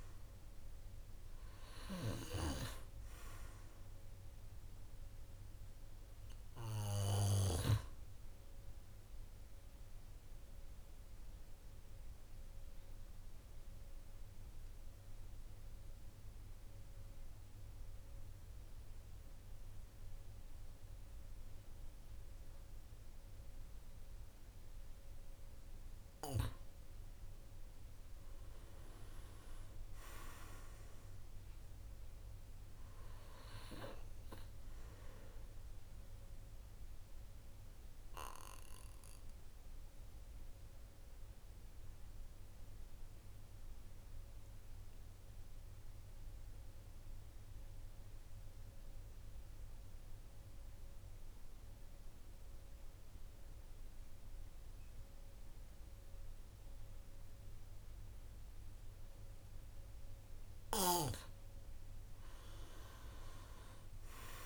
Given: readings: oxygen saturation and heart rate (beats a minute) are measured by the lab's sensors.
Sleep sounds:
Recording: breathing in sleep by a room microphone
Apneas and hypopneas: 2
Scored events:
0.00-19.00 s: oxygen desaturation (device-marked, oxygen 92% lowest, heart rate 46 extreme)
9.50-25.00 s: obstructive apnea (oxygen 99% before, 89% lowest, heart rate 53 before, 46 extreme, up 10 after)
27.00-30.00 s: arousal
33.00-49.00 s: oxygen desaturation (device-marked, oxygen 98% before, 94% lowest, heart rate 49 before, 47 extreme)
36.50-59.00 s: obstructive apnea (oxygen 99% before, 89% lowest, heart rate 50 before, 47 extreme, up 9 after)
61.50-64.46 s: arousal
63.00-64.46 s: oxygen desaturation (device-marked, oxygen 98% before, 89% lowest, heart rate 50 before, 47 extreme)
From the record:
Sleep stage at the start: N2 (light sleep)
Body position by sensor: on the back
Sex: male

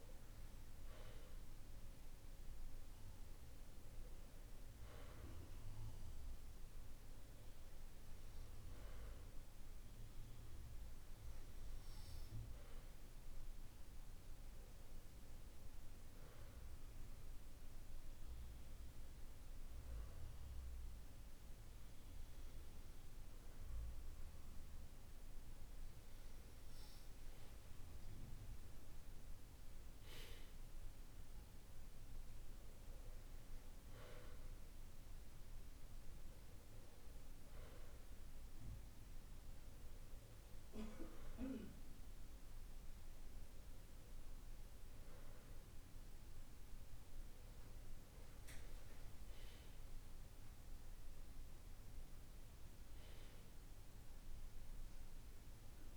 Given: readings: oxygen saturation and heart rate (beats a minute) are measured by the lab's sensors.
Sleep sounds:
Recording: breathing in sleep, hard to hear, by a room microphone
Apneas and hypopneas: none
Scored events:
none scored
From the record:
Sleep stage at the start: N2 (light sleep)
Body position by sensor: on the back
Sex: male

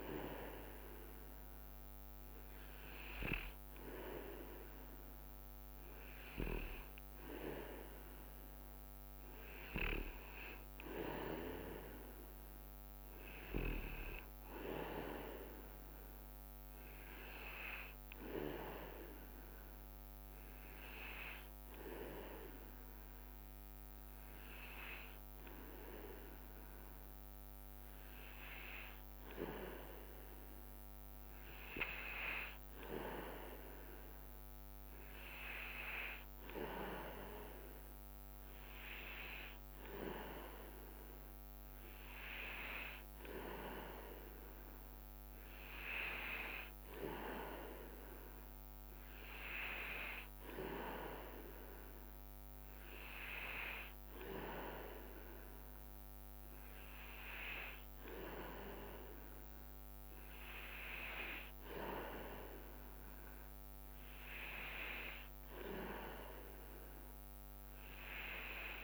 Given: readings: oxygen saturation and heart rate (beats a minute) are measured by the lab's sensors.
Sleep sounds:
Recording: breathing in sleep by a microphone on the trachea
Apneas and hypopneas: none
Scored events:
none scored
From the record:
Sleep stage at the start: N2 (light sleep)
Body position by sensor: on the back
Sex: male

